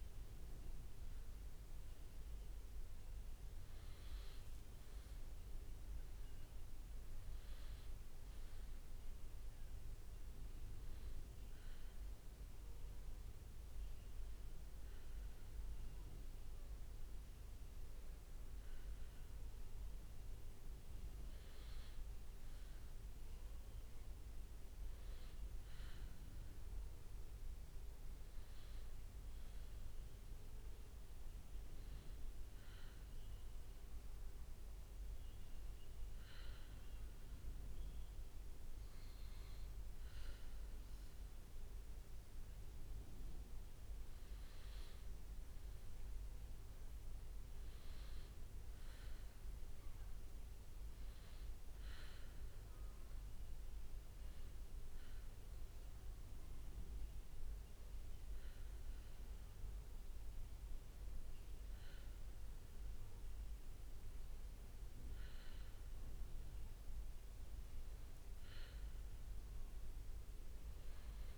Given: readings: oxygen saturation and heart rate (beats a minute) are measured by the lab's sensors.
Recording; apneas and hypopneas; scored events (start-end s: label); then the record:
breathing in sleep, hard to hear, by a room microphone; 2
3.50-5.50 s: leg movement (device-marked)
6.00-7.00 s: leg movement (device-marked)
11.50-18.50 s: leg movement (device-marked)
21.50-26.00 s: arousal
25.00-28.00 s: leg movement (device-marked)
31.00-39.50 s: leg movement (device-marked)
34.00-44.00 s: hypopnea (oxygen 98% before, 95% lowest, heart rate 68 before, 63 extreme, up 5 after)
43.50-46.00 s: leg movement (device-marked)
45.50-49.00 s: arousal
47.00-55.00 s: leg movement (device-marked)
54.50-66.00 s: hypopnea (oxygen 97% before, 95% lowest, heart rate 67 before, 63 extreme, up 4 after)
59.50-67.50 s: leg movement (device-marked)
From the record:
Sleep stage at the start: N2 (light sleep); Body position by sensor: on the back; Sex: male